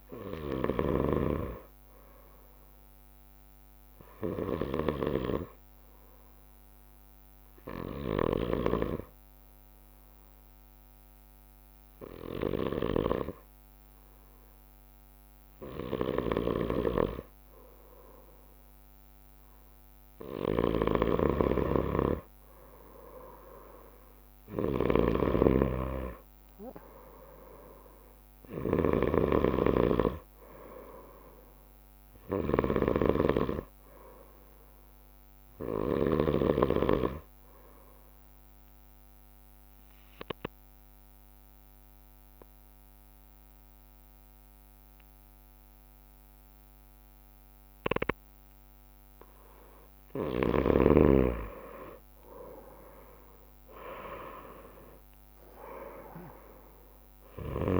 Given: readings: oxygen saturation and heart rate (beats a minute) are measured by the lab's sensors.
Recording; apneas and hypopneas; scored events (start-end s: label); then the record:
breathing in sleep by a microphone on the trachea; 2
0.00-19.00 s: bradycardia (device-marked, heart rate 52 extreme)
0.50-36.50 s: snoring (device-marked)
5.00-18.00 s: hypopnea (oxygen 98% before, 94% lowest, heart rate 56 before, 55 extreme, up 4 after)
21.00-26.00 s: arousal
26.00-51.00 s: bradycardia (device-marked, heart rate 61 before, 55 extreme)
38.50-49.50 s: obstructive apnea (oxygen 98% before, 94% lowest, heart rate 59 before, 50 extreme, up 8 after)
51.50-56.50 s: arousal
From the record:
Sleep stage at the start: N2 (light sleep); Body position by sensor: on the right side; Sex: male